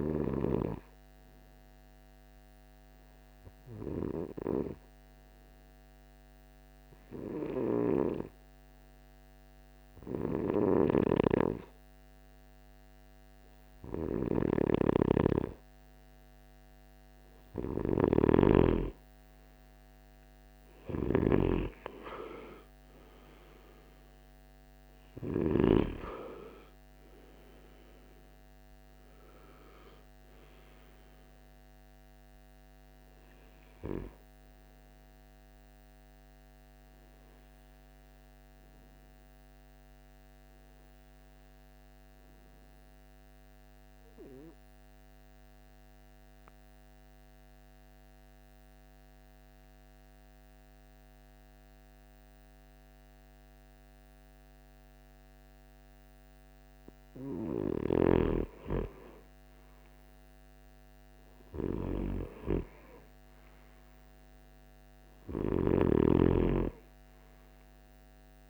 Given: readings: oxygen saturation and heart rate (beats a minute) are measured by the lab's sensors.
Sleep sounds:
breathing in sleep by a microphone on the trachea; 2
1.00-13.50 s: hypopnea (oxygen 96% before, 92% lowest, heart rate 60 before, 56 extreme, up 9 after)
14.50-17.50 s: arousal
16.00-45.00 s: oxygen desaturation (device-marked, oxygen 96% before, 92% lowest, heart rate 59 before, 54 extreme)
43.00-57.00 s: obstructive apnea (oxygen 95% before, 92% lowest, heart rate 64 before, 56 extreme, up 10 after)
59.50-63.50 s: arousal
63.00-68.50 s: oxygen desaturation (device-marked, oxygen 97% before, 92% lowest, heart rate 58 before, 59 extreme)
From the record:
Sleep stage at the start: N2 (light sleep); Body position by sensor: on the right side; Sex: male

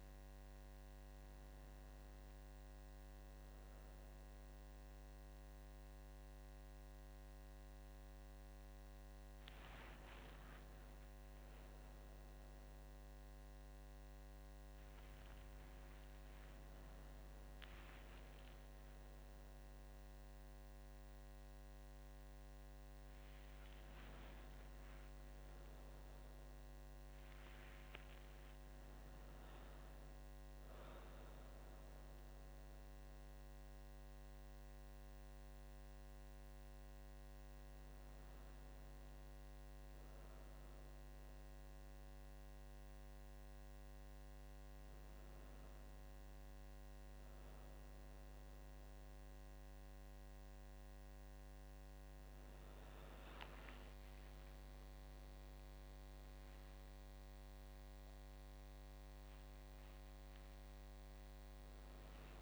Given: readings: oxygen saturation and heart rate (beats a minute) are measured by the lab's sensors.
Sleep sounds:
a person awake in a sleep study, hard to hear, by a microphone on the trachea; none
none scored
From the record:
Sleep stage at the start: awake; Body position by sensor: on the back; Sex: female

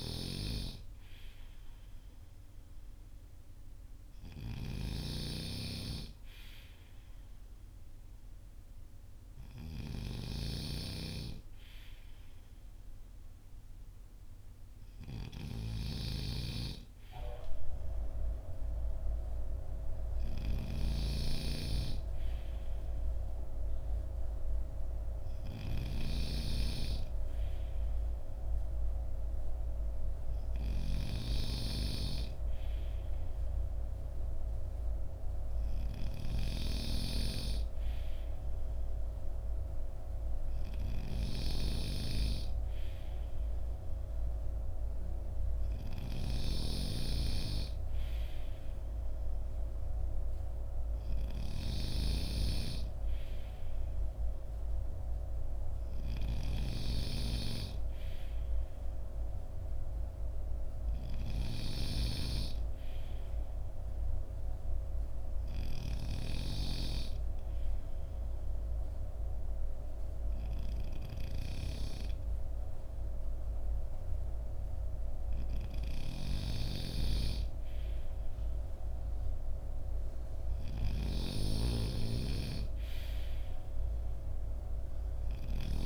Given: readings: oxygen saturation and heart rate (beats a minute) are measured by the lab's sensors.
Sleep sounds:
breathing in sleep by a room microphone; none
0.00-65.50 s: snoring (device-marked)
75.50-85.86 s: snoring (device-marked)
From the record:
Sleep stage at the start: N2 (light sleep); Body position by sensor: on the front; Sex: male

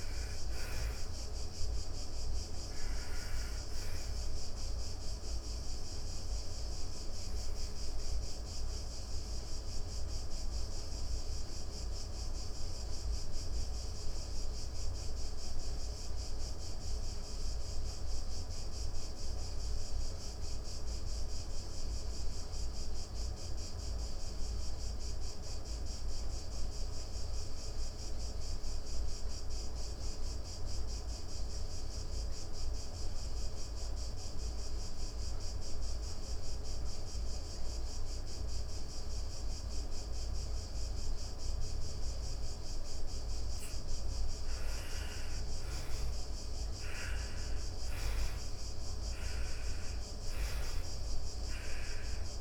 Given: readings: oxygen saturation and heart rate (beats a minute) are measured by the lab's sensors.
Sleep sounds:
breathing in sleep, hard to hear, by a room microphone; 1
0.00-25.50 s: oxygen desaturation (device-marked, oxygen 81% lowest)
4.00-41.50 s: obstructive apnea (oxygen 99% before, 80% lowest)
39.50-52.41 s: oxygen desaturation (device-marked, oxygen 97% before, 80% lowest)
43.00-47.50 s: arousal
From the record:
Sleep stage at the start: N2 (light sleep); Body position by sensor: on the back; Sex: female

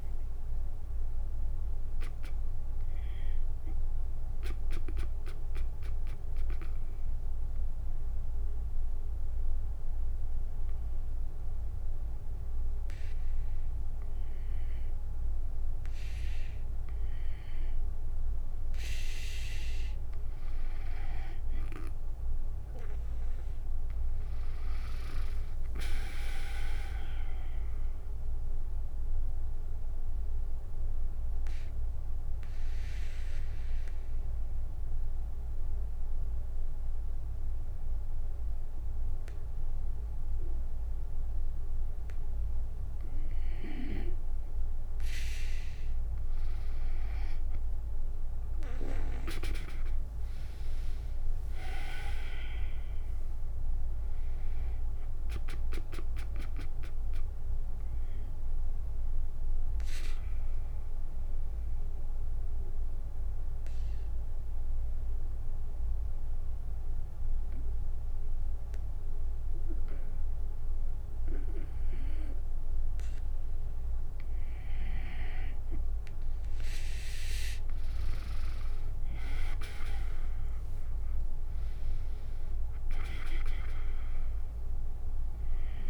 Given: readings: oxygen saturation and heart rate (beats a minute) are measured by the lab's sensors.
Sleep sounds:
breathing in sleep by a room microphone; 3
0.00-8.00 s: drop in pulse transit time (device-marked, heart rate 58 extreme)
0.00-15.00 s: oxygen desaturation (device-marked, oxygen 90% lowest, heart rate 56 extreme)
7.00-18.00 s: obstructive apnea (oxygen 96% before, 91% lowest, heart rate 79 before, 56 extreme, up 8 after)
21.50-25.00 s: arousal
26.00-37.00 s: drop in pulse transit time (device-marked, heart rate 62 before, 56 extreme)
27.00-44.00 s: oxygen desaturation (device-marked, oxygen 97% before, 92% lowest, heart rate 62 before, 56 extreme)
28.00-43.00 s: mixed apnea (oxygen 98% before, 90% lowest, heart rate 63 before, 56 extreme, up 11 after)
49.00-67.00 s: oxygen desaturation (device-marked, oxygen 98% before, 92% lowest, heart rate 65 before, 56 extreme)
49.50-53.50 s: arousal
60.00-75.00 s: obstructive apnea (oxygen 98% before, 90% lowest, heart rate 67 before, 58 extreme, up 14 after)
76.00-85.90 s: oxygen desaturation (device-marked, oxygen 98% before, 90% lowest, heart rate 62 before, 58 extreme)
80.50-84.00 s: arousal
From the record:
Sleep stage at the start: N2 (light sleep); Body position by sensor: on the back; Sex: female

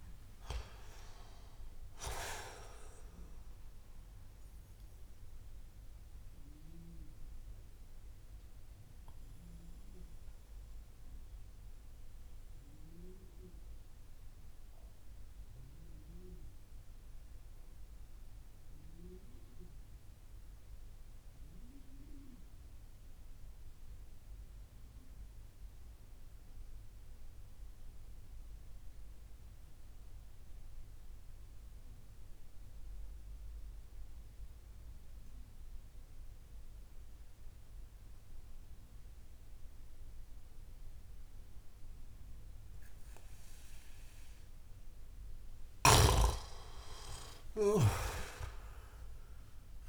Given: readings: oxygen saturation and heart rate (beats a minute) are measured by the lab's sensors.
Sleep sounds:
breathing in sleep by a room microphone; 1
3.00-26.00 s: oxygen desaturation (device-marked, oxygen 96% before, 89% lowest)
5.00-44.00 s: obstructive apnea (oxygen 98% before, 87% lowest)
35.00-38.00 s: oxygen desaturation (device-marked, oxygen 98% before, 95% lowest)
45.50-49.89 s: arousal
From the record:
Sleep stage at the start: N2 (light sleep); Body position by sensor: on the back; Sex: male

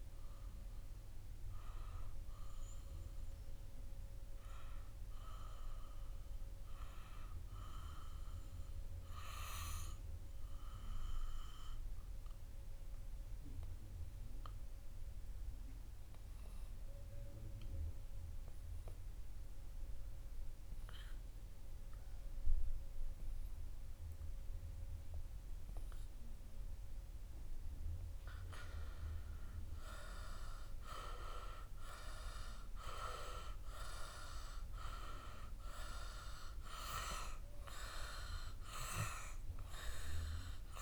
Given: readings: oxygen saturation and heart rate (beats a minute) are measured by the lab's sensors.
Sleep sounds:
breathing in sleep by a room microphone; 1
6.50-26.50 s: obstructive apnea (oxygen 100% before, 94% lowest, heart rate 98 before, 67 extreme, up 0 after)
28.50-32.50 s: arousal
31.00-40.82 s: oxygen desaturation (device-marked, oxygen 100% before, 94% lowest, heart rate 80 before, 74 extreme)
From the record:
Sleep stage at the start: N1 (lightest sleep); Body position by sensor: on the right side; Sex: male

